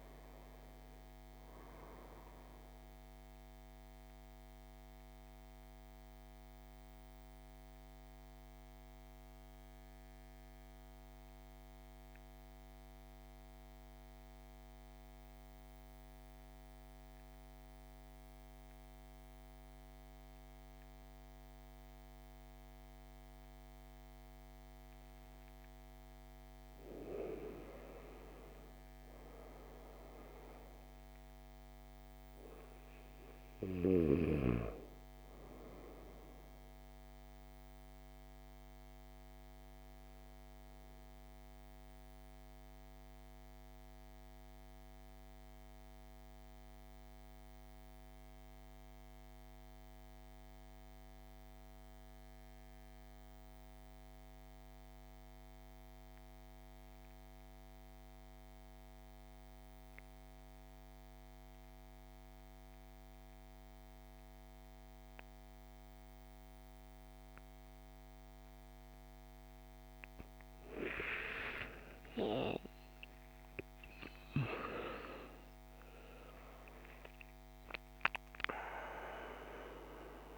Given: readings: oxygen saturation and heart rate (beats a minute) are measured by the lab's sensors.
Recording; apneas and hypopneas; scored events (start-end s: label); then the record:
breathing in sleep by a microphone on the trachea; 2
0.00-21.00 s: oxygen desaturation (device-marked, oxygen 83% lowest, heart rate 48 extreme)
3.50-25.50 s: central apnea (oxygen 97% before, 83% lowest, heart rate 63 before, 48 extreme, up 10 after)
26.50-30.00 s: arousal
29.00-53.00 s: oxygen desaturation (device-marked, oxygen 99% before, 90% lowest, heart rate 54 before, 51 extreme)
37.50-69.00 s: mixed apnea (oxygen 99% before, 81% lowest, heart rate 57 before, 48 extreme, up 28 after)
60.00-80.38 s: oxygen desaturation (device-marked, oxygen 99% before, 81% lowest, heart rate 52 before, 48 extreme)
70.50-76.50 s: arousal
From the record:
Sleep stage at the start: N2 (light sleep); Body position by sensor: on the right side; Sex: male